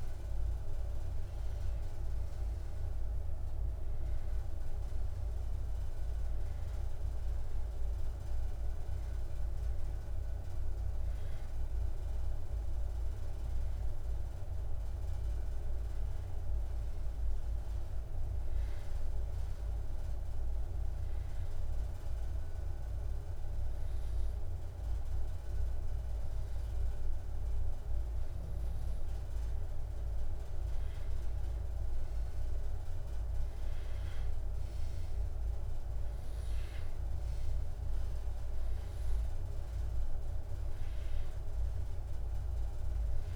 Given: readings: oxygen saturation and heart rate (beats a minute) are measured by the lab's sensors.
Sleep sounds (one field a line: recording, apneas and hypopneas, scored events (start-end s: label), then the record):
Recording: breathing in sleep, hard to hear, by a room microphone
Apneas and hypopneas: 1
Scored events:
0.00-4.00 s: oxygen desaturation (device-marked, oxygen 93% lowest, heart rate 86 extreme)
13.00-17.00 s: arousal
21.00-32.50 s: obstructive apnea (oxygen 96% before, 91% lowest, heart rate 89 before, 84 extreme, up 1 after)
34.00-37.50 s: arousal
34.00-43.36 s: oxygen desaturation (device-marked, oxygen 95% before, 91% lowest, heart rate 87 before, 85 extreme)
From the record:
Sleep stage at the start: N2 (light sleep)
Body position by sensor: on the back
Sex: male